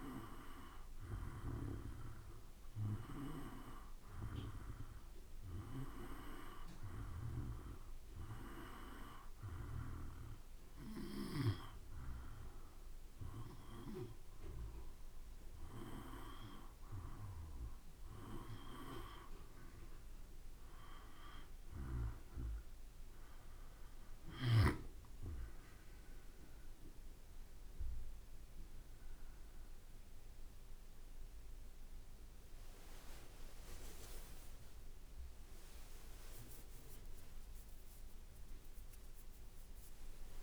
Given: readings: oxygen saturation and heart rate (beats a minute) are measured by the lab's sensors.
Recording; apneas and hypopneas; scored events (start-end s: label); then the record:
breathing in sleep by a room microphone; none
33.50-39.50 s: arousal
34.00-36.00 s: long interval between heartbeats (device-marked, heart rate 56 before, 66 extreme)
37.00-39.00 s: long interval between heartbeats (device-marked, heart rate 58 before, 96 extreme)
From the record:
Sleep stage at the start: N2 (light sleep); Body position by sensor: on the back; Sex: male